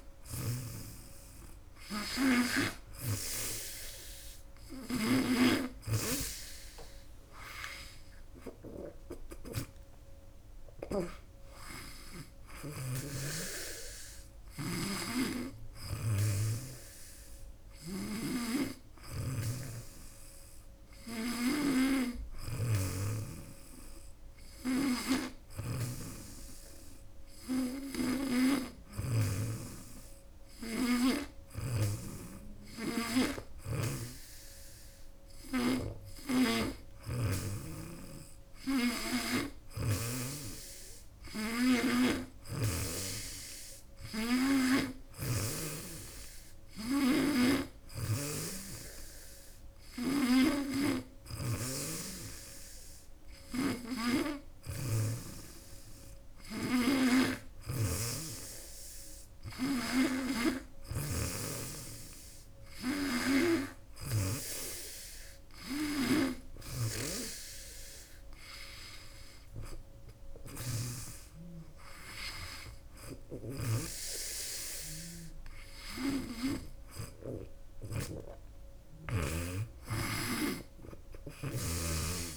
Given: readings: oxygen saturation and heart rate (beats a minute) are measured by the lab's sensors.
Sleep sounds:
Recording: breathing in sleep by a room microphone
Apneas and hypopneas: none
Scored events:
0.00-29.00 s: snoring (device-marked)
31.00-42.50 s: snoring (device-marked)
49.50-54.50 s: snoring (device-marked)
56.50-64.00 s: snoring (device-marked)
66.00-77.00 s: snoring (device-marked)
From the record:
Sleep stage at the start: N2 (light sleep)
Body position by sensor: on the back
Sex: female

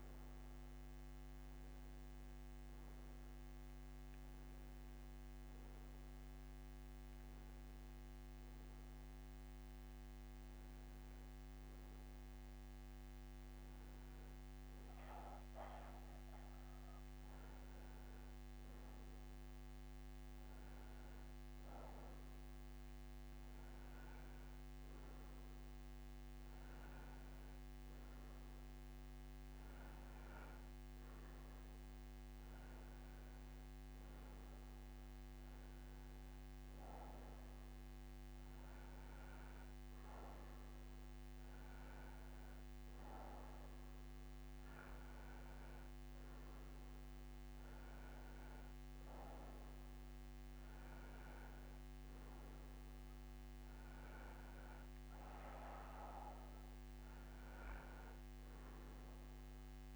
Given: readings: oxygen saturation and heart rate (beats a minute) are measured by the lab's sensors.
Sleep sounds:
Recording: breathing in sleep, hard to hear, by a microphone on the trachea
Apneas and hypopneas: none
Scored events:
26.00-41.00 s: oxygen desaturation (device-marked, oxygen 94% before, 91% lowest, heart rate 61 before, 61 extreme)
From the record:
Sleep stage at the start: N2 (light sleep)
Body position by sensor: on the right side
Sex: male

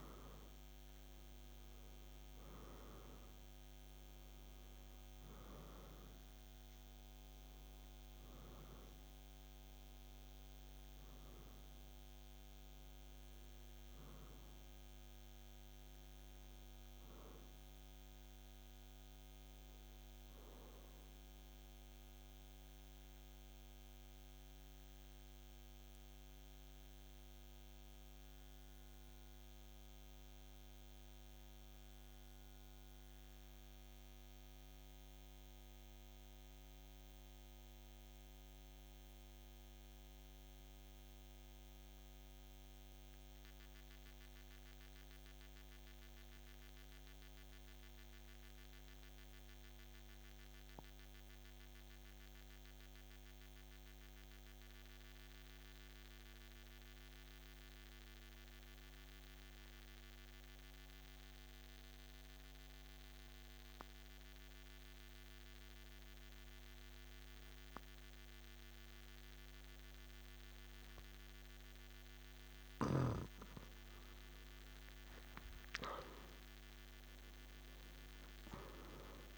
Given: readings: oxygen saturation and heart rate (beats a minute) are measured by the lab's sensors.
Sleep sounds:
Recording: breathing in sleep, hard to hear, by a microphone on the trachea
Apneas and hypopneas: 1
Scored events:
0.00-45.00 s: oxygen desaturation (device-marked, oxygen 87% lowest, heart rate 51 extreme)
21.50-72.50 s: mixed apnea (oxygen 94% before, 87% lowest, heart rate 57 before, 51 extreme, up 3 after)
69.00-79.38 s: oxygen desaturation (device-marked, oxygen 97% before, 87% lowest, heart rate 54 before, 53 extreme)
From the record:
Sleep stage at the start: N2 (light sleep)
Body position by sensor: on the back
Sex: male

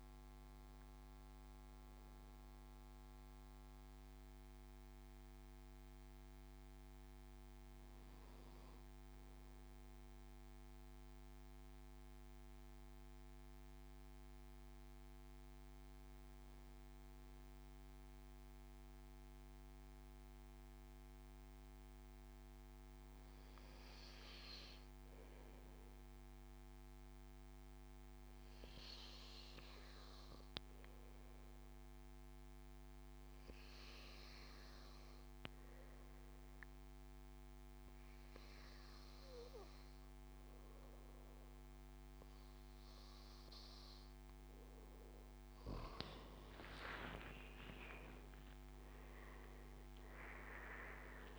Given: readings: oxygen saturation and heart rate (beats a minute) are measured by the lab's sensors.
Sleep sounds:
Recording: breathing in sleep by a microphone on the trachea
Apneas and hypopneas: 1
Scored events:
0.00-11.50 s: oxygen desaturation (device-marked, oxygen 87% lowest, heart rate 62 extreme)
10.00-45.00 s: mixed apnea (oxygen 97% before, 92% lowest, heart rate 73 before, 64 extreme, up 18 after)
33.50-51.39 s: oxygen desaturation (device-marked, oxygen 98% before, 92% lowest, heart rate 71 before, 64 extreme)
46.50-51.39 s: arousal
From the record:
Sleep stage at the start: N2 (light sleep)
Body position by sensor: on the back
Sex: male

